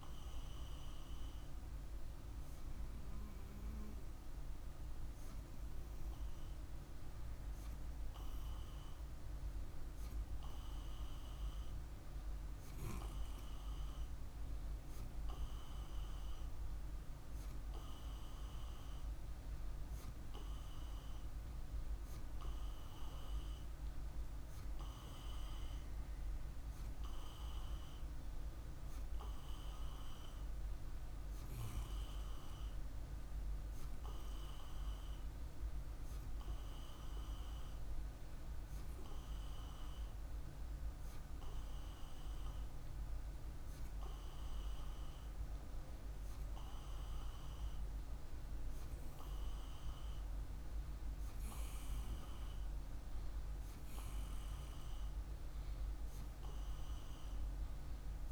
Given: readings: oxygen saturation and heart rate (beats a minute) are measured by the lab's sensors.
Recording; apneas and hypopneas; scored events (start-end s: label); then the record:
breathing in sleep, hard to hear, by a room microphone; none
none scored
From the record:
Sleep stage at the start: N2 (light sleep); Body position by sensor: on the right side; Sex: male